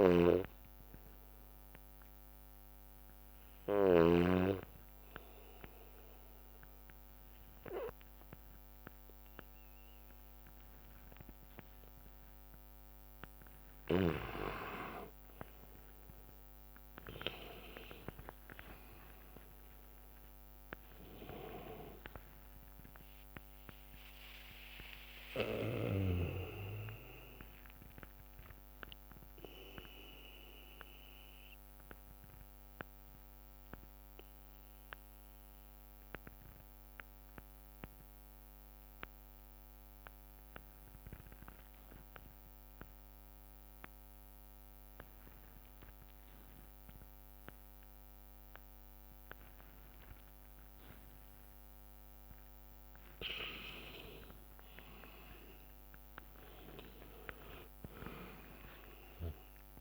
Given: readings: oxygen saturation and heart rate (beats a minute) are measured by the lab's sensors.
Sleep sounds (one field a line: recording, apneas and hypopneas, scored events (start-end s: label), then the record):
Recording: breathing in sleep by a microphone on the trachea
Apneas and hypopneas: 2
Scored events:
0.00-4.00 s: snoring (device-marked)
1.00-13.50 s: hypopnea (oxygen 98% before, 88% lowest, heart rate 67 before, 58 extreme, up 5 after)
8.00-36.00 s: oxygen desaturation (device-marked, oxygen 96% before, 90% lowest, heart rate 64 before, 58 extreme)
19.00-23.50 s: arousal
29.00-59.81 s: new sleep stage, N2 (light sleep)
29.50-51.50 s: obstructive apnea (oxygen 96% before, 88% lowest, heart rate 66 before, 56 extreme, up 8 after)
32.00-39.00 s: bradycardia (device-marked, heart rate 72 before, 58 extreme)
49.00-59.81 s: oxygen desaturation (device-marked, oxygen 98% before, 88% lowest, heart rate 61 before, 56 extreme)
54.00-57.50 s: arousal
From the record:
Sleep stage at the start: N1 (lightest sleep)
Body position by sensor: on the back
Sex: male